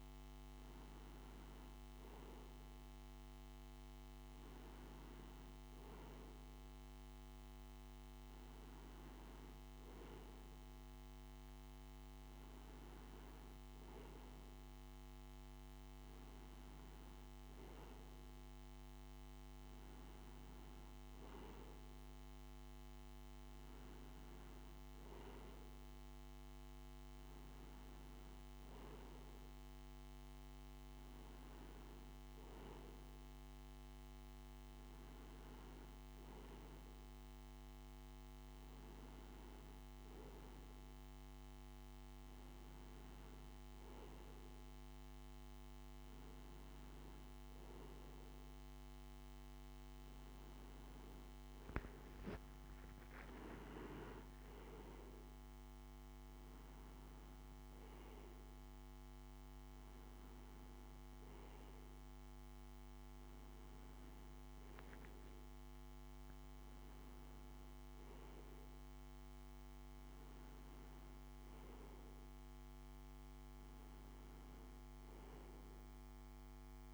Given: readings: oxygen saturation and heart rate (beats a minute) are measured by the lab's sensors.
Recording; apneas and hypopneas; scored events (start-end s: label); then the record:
breathing in sleep, hard to hear, by a microphone on the trachea; none
50.50-55.00 s: arousal
From the record:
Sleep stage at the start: N2 (light sleep); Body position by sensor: on the right side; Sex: male